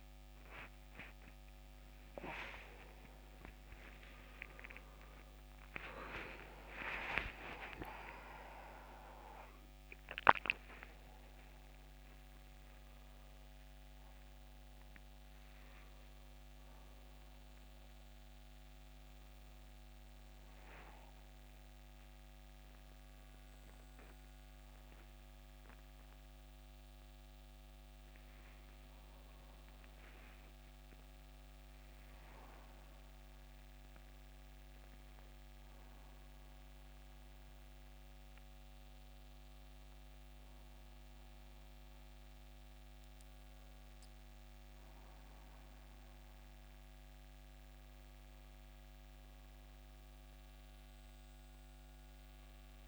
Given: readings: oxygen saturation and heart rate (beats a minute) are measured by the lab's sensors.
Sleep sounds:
a person partly awake in a sleep study, by a microphone on the trachea; none
0.00-3.00 s: oxygen desaturation (device-marked, oxygen 81% lowest, heart rate 80 extreme)
13.00-52.88 s: new sleep stage, N1 (lightest sleep)
36.00-52.88 s: oxygen desaturation (device-marked, oxygen 97% before, 92% lowest, heart rate 82 before, 79 extreme)
From the record:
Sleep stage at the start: awake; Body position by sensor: on the back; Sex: male

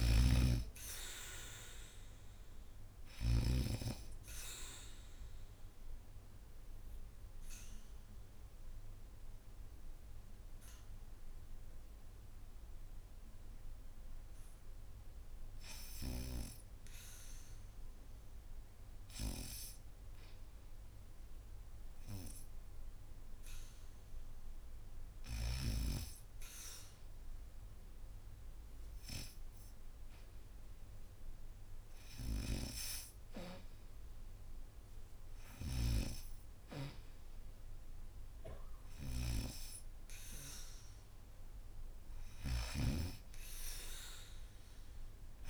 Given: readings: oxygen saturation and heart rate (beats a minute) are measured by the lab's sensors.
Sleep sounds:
breathing in sleep by a room microphone; 1
0.00-3.00 s: snoring (device-marked)
1.50-45.49 s: new sleep stage, REM sleep
3.50-15.50 s: obstructive apnea (oxygen 97% before, 87% lowest, heart rate 78 before, 71 extreme, up 0 after)
6.50-29.50 s: oxygen desaturation (device-marked, oxygen 97% before, 90% lowest, heart rate 77 before, 71 extreme)
19.50-23.50 s: arousal
31.50-45.49 s: oxygen desaturation (device-marked, oxygen 95% before, 87% lowest, heart rate 73 before, 72 extreme)
42.00-45.49 s: snoring (device-marked)
From the record:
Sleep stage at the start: N2 (light sleep); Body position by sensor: on the back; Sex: female

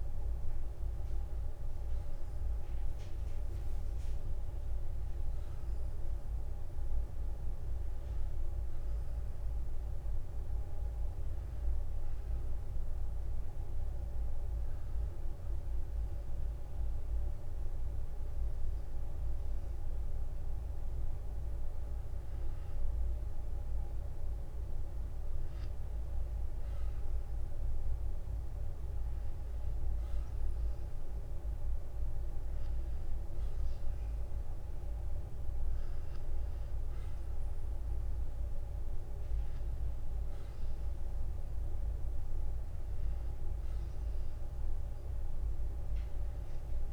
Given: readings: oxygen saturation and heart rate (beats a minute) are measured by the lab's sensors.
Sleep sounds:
breathing in sleep, hard to hear, by a room microphone; 1
5.50-9.50 s: arousal
12.00-22.00 s: obstructive apnea (oxygen 95% before, 92% lowest, heart rate 57 before, 53 extreme, up 11 after)
19.50-21.50 s: long interval between heartbeats (device-marked, heart rate 56 before, 62 extreme)
25.50-29.50 s: arousal
33.00-46.93 s: oxygen desaturation (device-marked, oxygen 95% before, 92% lowest, heart rate 58 before, 48 extreme)
38.00-40.00 s: long interval between heartbeats (device-marked, heart rate 59 before, 53 extreme)
44.00-46.00 s: long interval between heartbeats (device-marked, heart rate 58 before, 58 extreme)
From the record:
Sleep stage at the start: N2 (light sleep); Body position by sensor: on the back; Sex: male

